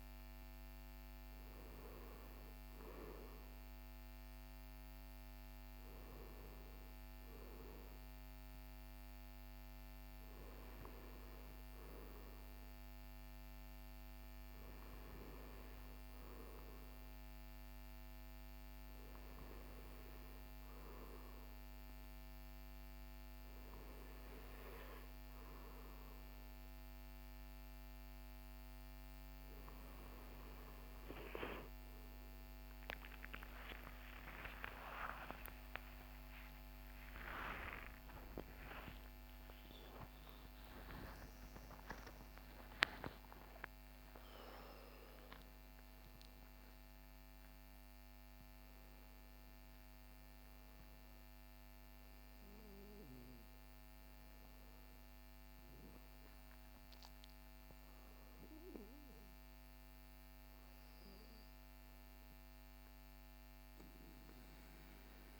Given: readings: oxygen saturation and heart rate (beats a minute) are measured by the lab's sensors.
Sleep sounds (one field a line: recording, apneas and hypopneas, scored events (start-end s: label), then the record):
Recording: breathing in sleep by a microphone on the trachea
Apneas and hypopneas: none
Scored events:
5.00-65.40 s: new sleep stage, N2 (light sleep)
35.00-43.00 s: arousal
From the record:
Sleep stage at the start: N3 (deep sleep)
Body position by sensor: on the right side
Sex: male